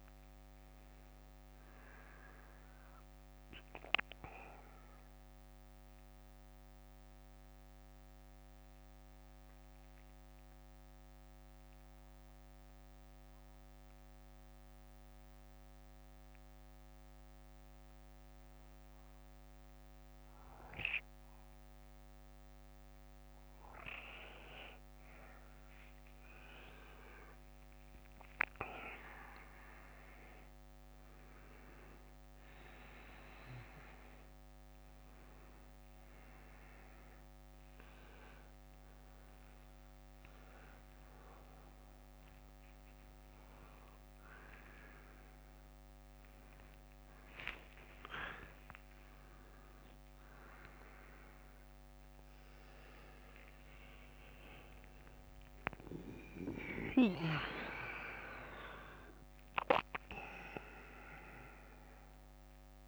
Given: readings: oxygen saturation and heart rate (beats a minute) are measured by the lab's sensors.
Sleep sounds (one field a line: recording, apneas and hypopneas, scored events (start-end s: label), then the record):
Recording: breathing in sleep by a microphone on the trachea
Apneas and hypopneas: 1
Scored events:
0.00-1.50 s: arousal
0.50-3.50 s: bradycardia (device-marked, heart rate 66 before, 55 extreme)
3.00-25.00 s: mixed apnea (oxygen 97% before, 93% lowest, heart rate 63 before, 51 extreme, up 17 after)
5.50-18.50 s: bradycardia (device-marked, heart rate 66 before, 51 extreme)
27.00-29.50 s: arousal
33.50-51.50 s: oxygen desaturation (device-marked, oxygen 98% before, 93% lowest, heart rate 61 before, 57 extreme)
55.50-60.50 s: arousal
57.50-60.50 s: bradycardia (device-marked, heart rate 66 before, 60 extreme)
From the record:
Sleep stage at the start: N1 (lightest sleep)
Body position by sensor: on the back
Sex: male